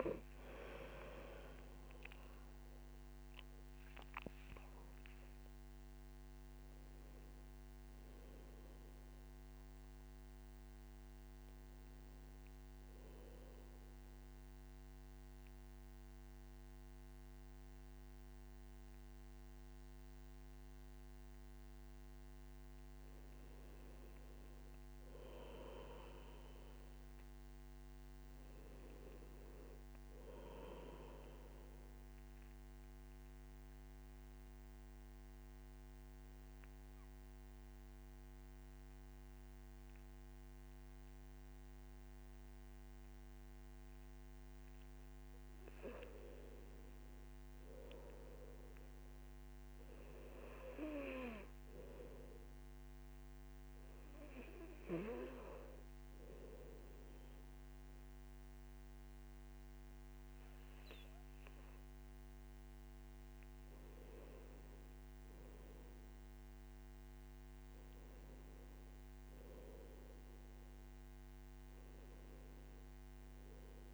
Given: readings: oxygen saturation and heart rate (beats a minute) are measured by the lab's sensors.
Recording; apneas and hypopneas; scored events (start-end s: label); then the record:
breathing in sleep by a microphone on the trachea; 1
24.50-73.94 s: new sleep stage, N2 (light sleep)
34.50-46.00 s: obstructive apnea (oxygen 99% before, 94% lowest, heart rate 60 before, 55 extreme, up 7 after)
48.00-51.00 s: arousal
56.50-67.50 s: oxygen desaturation (device-marked, oxygen 98% before, 94% lowest, heart rate 58 before, 60 extreme)
From the record:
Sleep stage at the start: N1 (lightest sleep); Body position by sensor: on the back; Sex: male